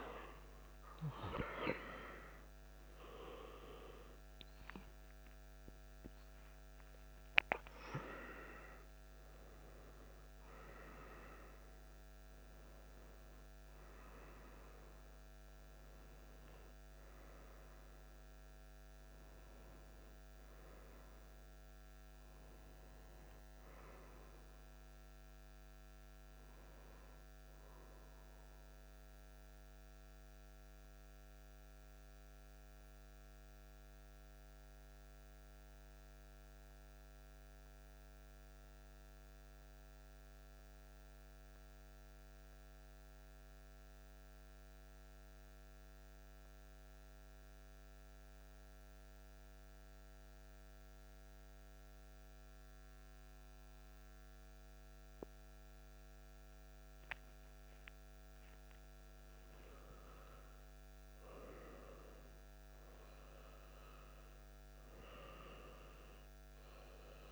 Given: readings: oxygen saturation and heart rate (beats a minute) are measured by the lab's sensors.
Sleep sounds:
breathing in sleep by a microphone on the trachea; 1
0.00-23.00 s: oxygen desaturation (device-marked, oxygen 89% lowest)
22.50-26.00 s: arousal
28.00-57.50 s: central apnea (oxygen 98% before, 93% lowest)
58.00-67.31 s: oxygen desaturation (device-marked, oxygen 97% before, 93% lowest)
59.00-62.50 s: arousal
From the record:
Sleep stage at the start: N2 (light sleep); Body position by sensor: on the back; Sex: male

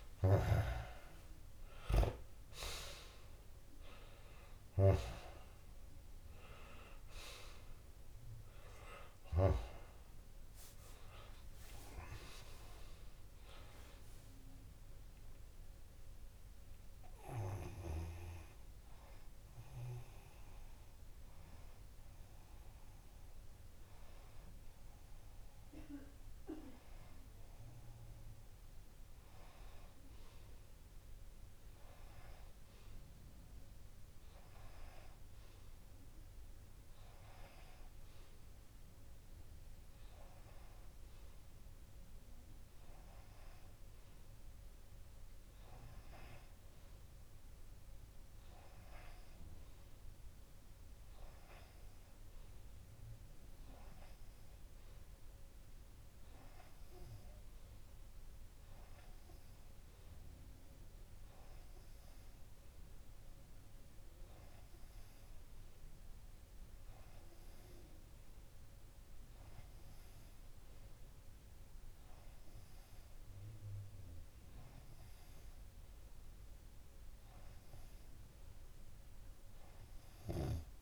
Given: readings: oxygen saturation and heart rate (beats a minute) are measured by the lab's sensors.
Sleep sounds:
breathing in sleep by a room microphone; none
none scored
From the record:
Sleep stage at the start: N2 (light sleep); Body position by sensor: on the left side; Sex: male

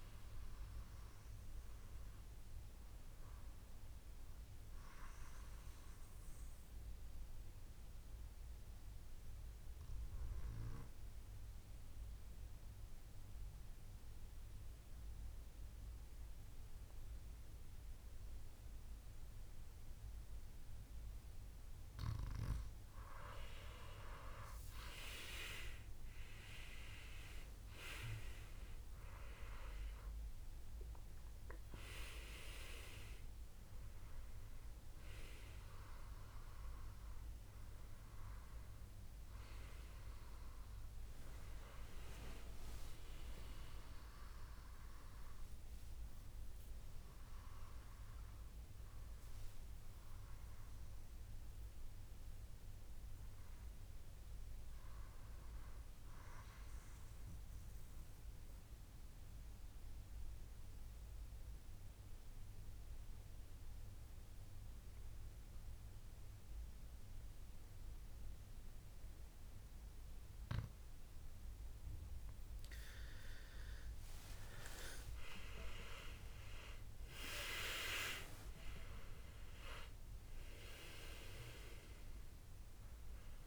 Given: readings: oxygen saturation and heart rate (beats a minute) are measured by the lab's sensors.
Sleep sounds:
breathing in sleep by a room microphone; 2
0.00-6.00 s: oxygen desaturation (device-marked, oxygen 93% lowest, heart rate 62 extreme)
7.00-22.00 s: obstructive apnea (oxygen 97% before, 93% lowest, heart rate 72 before, 63 extreme, up 12 after)
22.50-26.00 s: arousal
28.00-54.00 s: oxygen desaturation (device-marked, oxygen 97% before, 93% lowest, heart rate 64 before, 60 extreme)
50.50-54.50 s: arousal
58.50-73.00 s: obstructive apnea (oxygen 98% before, 92% lowest, heart rate 73 before, 60 extreme, up 19 after)
71.00-83.47 s: oxygen desaturation (device-marked, oxygen 98% before, 92% lowest, heart rate 66 before, 63 extreme)
74.00-78.00 s: arousal
From the record:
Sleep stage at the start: N2 (light sleep); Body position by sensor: on the back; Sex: male

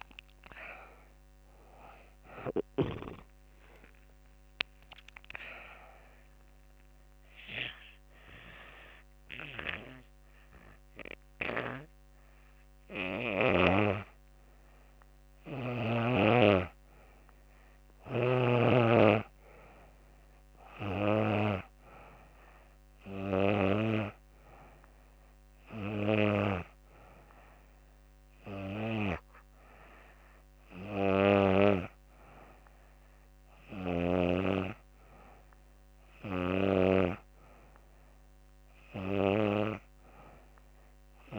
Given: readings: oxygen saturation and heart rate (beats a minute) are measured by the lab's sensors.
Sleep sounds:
breathing in sleep by a microphone on the trachea; none
0.00-1.50 s: arousal
0.00-9.50 s: oxygen desaturation (device-marked, oxygen 92% lowest, heart rate 85 extreme)
18.50-27.50 s: oxygen desaturation (device-marked, oxygen 96% before, 91% lowest, heart rate 90 before, 84 extreme)
From the record:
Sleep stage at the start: N2 (light sleep); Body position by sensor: on the back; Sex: female

